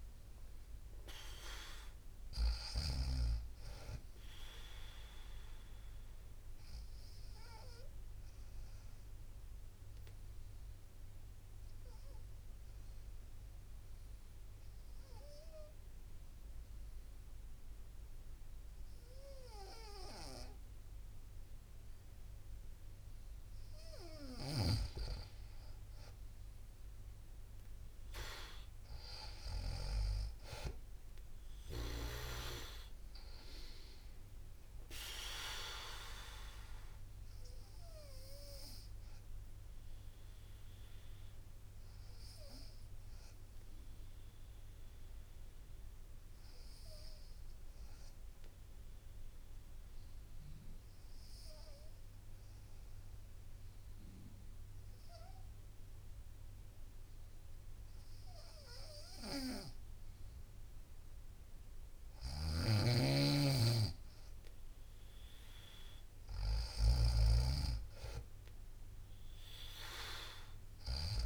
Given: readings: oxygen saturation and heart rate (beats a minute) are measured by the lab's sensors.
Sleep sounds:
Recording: breathing in sleep by a room microphone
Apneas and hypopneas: 2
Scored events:
0.00-9.00 s: drop in pulse transit time (device-marked, heart rate 58 extreme)
5.00-15.00 s: bradycardia (device-marked, heart rate 61 before, 55 extreme)
6.50-22.50 s: obstructive apnea (oxygen 98% before, 93% lowest, heart rate 61 before, 56 extreme, up 4 after)
18.00-25.00 s: bradycardia (device-marked, heart rate 61 before, 59 extreme)
24.00-29.50 s: snoring (device-marked)
26.00-30.50 s: arousal
26.00-43.00 s: drop in pulse transit time (device-marked, heart rate 59 before, 59 extreme)
29.00-55.00 s: oxygen desaturation (device-marked, oxygen 97% before, 93% lowest, heart rate 58 before, 56 extreme)
39.00-48.00 s: bradycardia (device-marked, heart rate 61 before, 56 extreme)
41.00-61.00 s: obstructive apnea (oxygen 97% before, 93% lowest, heart rate 61 before, 56 extreme)
58.00-69.00 s: bradycardia (device-marked, heart rate 61 before, 56 extreme)
61.50-66.50 s: snoring (device-marked)
63.50-68.00 s: arousal
From the record:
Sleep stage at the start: N2 (light sleep)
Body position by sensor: on the right side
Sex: female

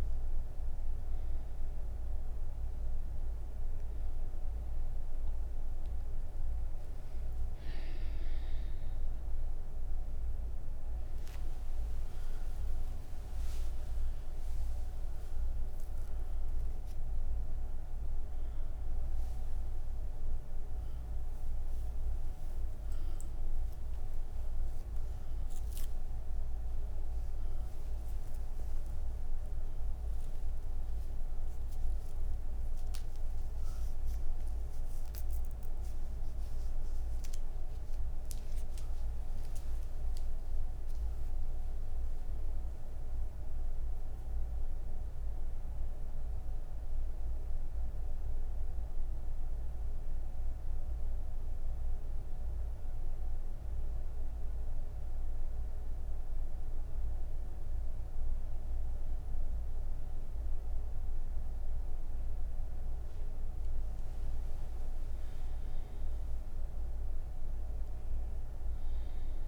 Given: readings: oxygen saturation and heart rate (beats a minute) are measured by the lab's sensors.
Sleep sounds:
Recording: breathing in sleep, hard to hear, by a room microphone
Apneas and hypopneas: 1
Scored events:
17.50-25.50 s: oxygen desaturation (device-marked, oxygen 98% before, 93% lowest)
27.50-34.50 s: oxygen desaturation (device-marked, oxygen 99% before, 95% lowest)
49.00-63.00 s: mixed apnea (oxygen 99% before, 95% lowest)
From the record:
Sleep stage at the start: N1 (lightest sleep)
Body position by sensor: on the right side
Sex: female

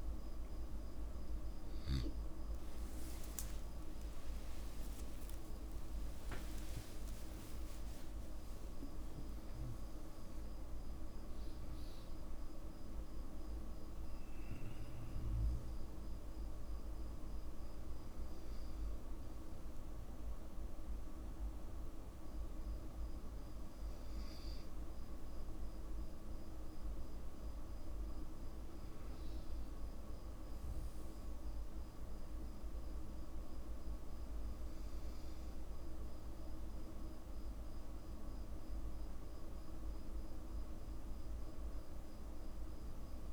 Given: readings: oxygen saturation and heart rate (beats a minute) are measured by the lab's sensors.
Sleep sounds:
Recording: breathing in sleep, hard to hear, by a room microphone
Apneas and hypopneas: none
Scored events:
2.50-7.50 s: arousal
2.50-9.50 s: tachycardia (device-marked, heart rate 55 before, 140 extreme)
3.50-5.50 s: long interval between heartbeats (device-marked, heart rate 57 before, 75 extreme)
6.00-8.00 s: long interval between heartbeats (device-marked, heart rate 60 before, 113 extreme)
From the record:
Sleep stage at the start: N2 (light sleep)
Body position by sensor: on the back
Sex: male

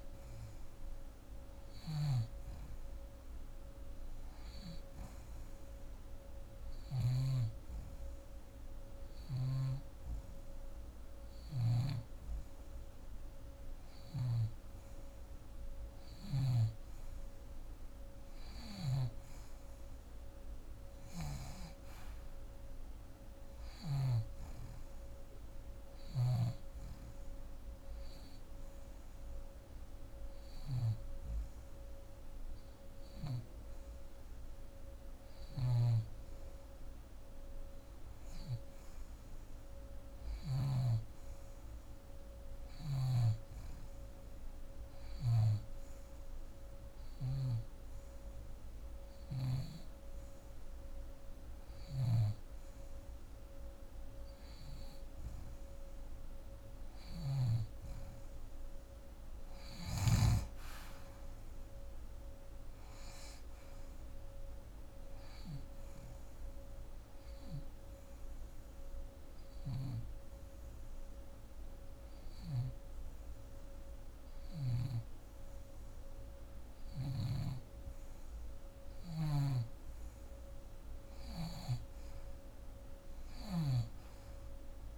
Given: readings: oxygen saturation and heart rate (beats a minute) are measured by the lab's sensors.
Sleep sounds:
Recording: breathing in sleep by a room microphone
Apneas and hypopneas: 3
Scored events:
0.00-7.00 s: snoring (device-marked)
6.00-16.00 s: hypopnea (oxygen 89% before, 86% lowest)
9.00-14.00 s: snoring (device-marked)
16.00-21.00 s: snoring (device-marked)
20.00-24.50 s: arousal
25.50-40.50 s: snoring (device-marked)
42.50-60.00 s: snoring (device-marked)
45.00-55.00 s: hypopnea (oxygen 89% before, 87% lowest, heart rate 43 before, 87 extreme, up 52 after)
56.50-59.50 s: arousal
68.00-78.50 s: hypopnea (oxygen 89% before, 87% lowest, heart rate 127 before, 110 extreme)
69.00-77.00 s: snoring (device-marked)
79.00-84.98 s: snoring (device-marked)
80.50-84.00 s: arousal
From the record:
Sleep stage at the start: N2 (light sleep)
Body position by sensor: on the back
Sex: female

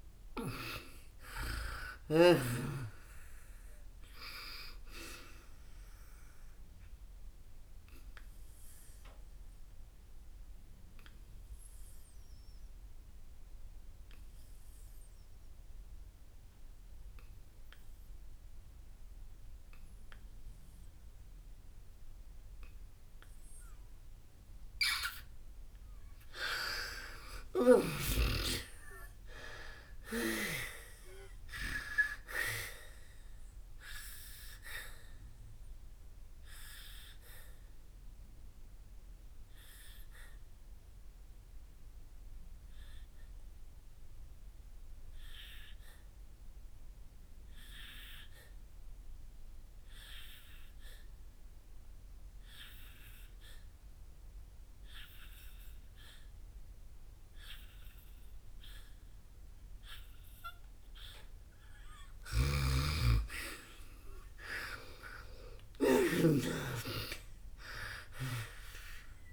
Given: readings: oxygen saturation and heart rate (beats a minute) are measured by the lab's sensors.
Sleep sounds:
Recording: breathing in sleep by a room microphone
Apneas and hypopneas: 2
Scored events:
0.00-1.00 s: arousal
0.00-28.50 s: oxygen desaturation (device-marked, oxygen 86% lowest, heart rate 55 extreme)
6.50-25.00 s: obstructive apnea (oxygen 98% before, 86% lowest, heart rate 68 before, 55 extreme, up 12 after)
27.50-32.00 s: arousal
34.50-62.00 s: obstructive apnea (oxygen 97% before, 84% lowest, heart rate 63 before, 55 extreme, up 12 after)
44.50-54.50 s: oxygen desaturation (device-marked, oxygen 94% before, 86% lowest, heart rate 66 before, 58 extreme)
61.50-69.33 s: oxygen desaturation (device-marked, oxygen 98% before, 84% lowest, heart rate 59 before, 56 extreme)
62.50-66.50 s: snoring (device-marked)
64.50-69.33 s: arousal
From the record:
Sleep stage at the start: N2 (light sleep)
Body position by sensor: on the back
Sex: female

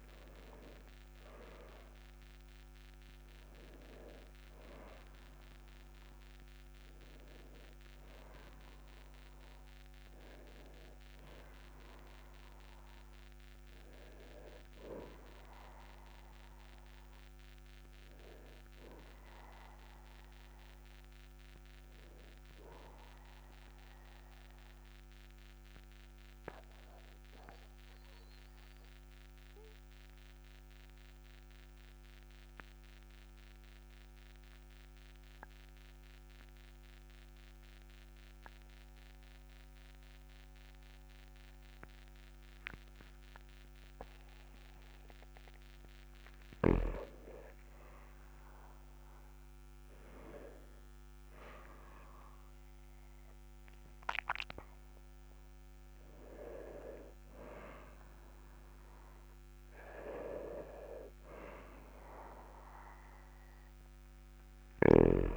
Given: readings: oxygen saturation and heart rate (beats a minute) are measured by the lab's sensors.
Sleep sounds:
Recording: breathing in sleep by a microphone on the trachea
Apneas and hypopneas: 1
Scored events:
11.50-26.50 s: oxygen desaturation (device-marked, oxygen 98% before, 95% lowest, heart rate 49 before, 45 extreme)
25.50-46.00 s: obstructive apnea (oxygen 98% before, 96% lowest, heart rate 48 before, 40 extreme, up 6 after)
48.50-51.50 s: arousal
From the record:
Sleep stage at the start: N2 (light sleep)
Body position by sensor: on the back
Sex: male

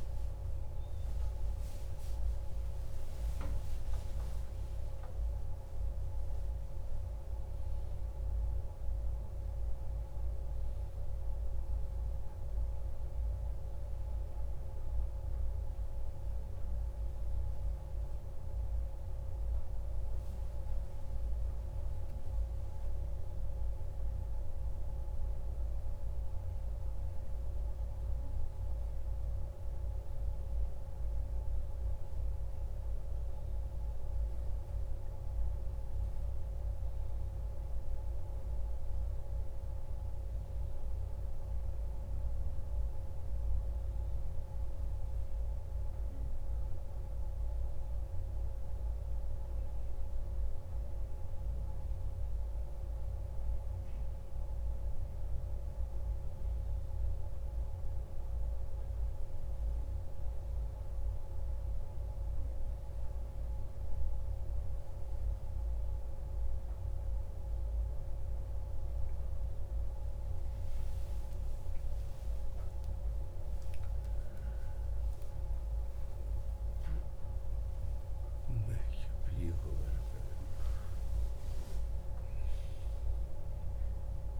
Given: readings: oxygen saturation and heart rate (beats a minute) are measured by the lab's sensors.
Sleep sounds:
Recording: breathing in sleep, hard to hear, by a room microphone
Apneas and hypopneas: none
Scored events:
64.50-84.39 s: new sleep stage, awake
From the record:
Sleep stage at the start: N1 (lightest sleep)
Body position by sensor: on the back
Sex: male

